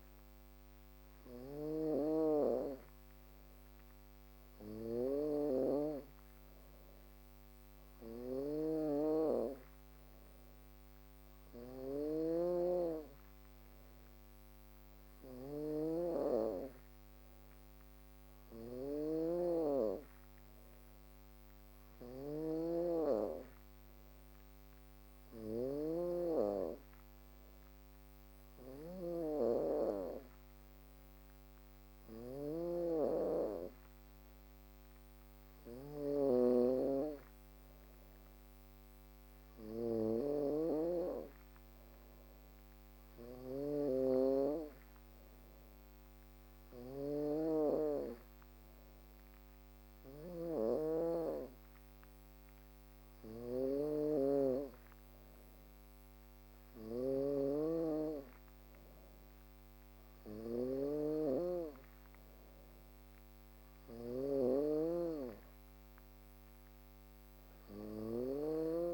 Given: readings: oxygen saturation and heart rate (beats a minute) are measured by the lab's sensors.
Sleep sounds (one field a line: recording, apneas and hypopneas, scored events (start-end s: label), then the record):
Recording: breathing in sleep by a microphone on the trachea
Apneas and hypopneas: none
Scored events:
0.00-68.94 s: snoring (device-marked)
From the record:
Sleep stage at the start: N2 (light sleep)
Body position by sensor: on the back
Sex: female